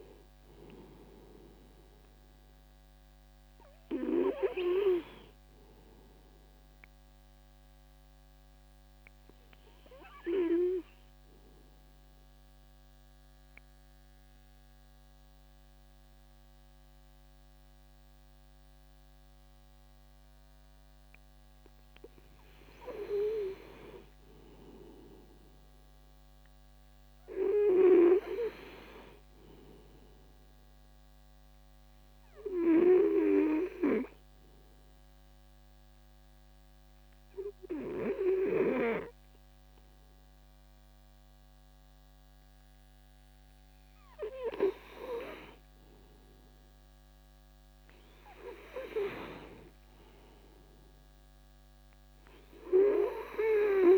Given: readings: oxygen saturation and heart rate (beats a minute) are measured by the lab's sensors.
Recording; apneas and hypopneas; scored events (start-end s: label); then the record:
breathing in sleep by a microphone on the trachea; 2
0.00-19.00 s: oxygen desaturation (device-marked, oxygen 90% lowest, heart rate 62 extreme)
7.00-21.00 s: obstructive apnea (oxygen 98% before, 90% lowest, heart rate 69 before, 62 extreme, up 2 after)
23.50-26.50 s: arousal
32.00-44.50 s: obstructive apnea (oxygen 100% before, 94% lowest, heart rate 68 before, 64 extreme, up 8 after)
46.00-49.50 s: arousal
From the record:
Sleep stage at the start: N2 (light sleep); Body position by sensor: on the back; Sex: male